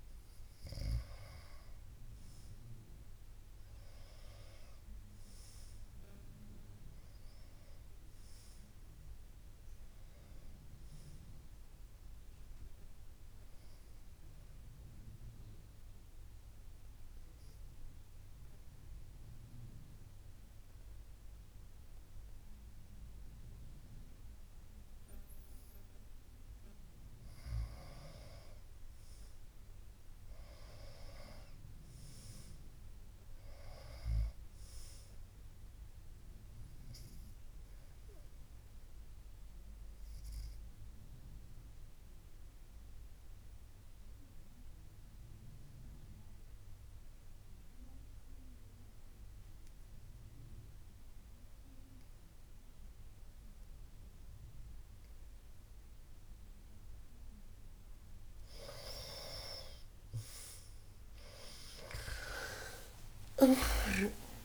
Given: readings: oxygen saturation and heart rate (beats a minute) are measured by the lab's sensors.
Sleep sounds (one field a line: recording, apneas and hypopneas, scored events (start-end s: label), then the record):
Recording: breathing in sleep by a room microphone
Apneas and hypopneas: 2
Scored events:
3.50-8.00 s: arousal
18.00-28.00 s: hypopnea (oxygen 97% before, 89% lowest, heart rate 63 before, 55 extreme, up 14 after)
30.00-34.00 s: arousal
32.50-50.50 s: oxygen desaturation (device-marked, oxygen 97% before, 93% lowest, heart rate 57 before, 57 extreme)
48.00-59.00 s: obstructive apnea (oxygen 97% before, 89% lowest, heart rate 62 before, 60 extreme)
62.50-64.45 s: oxygen desaturation (device-marked, oxygen 97% before, 89% lowest, heart rate 61 before, 58 extreme)
63.50-64.45 s: new sleep stage, awake
From the record:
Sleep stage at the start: N2 (light sleep)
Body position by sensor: on the back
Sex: female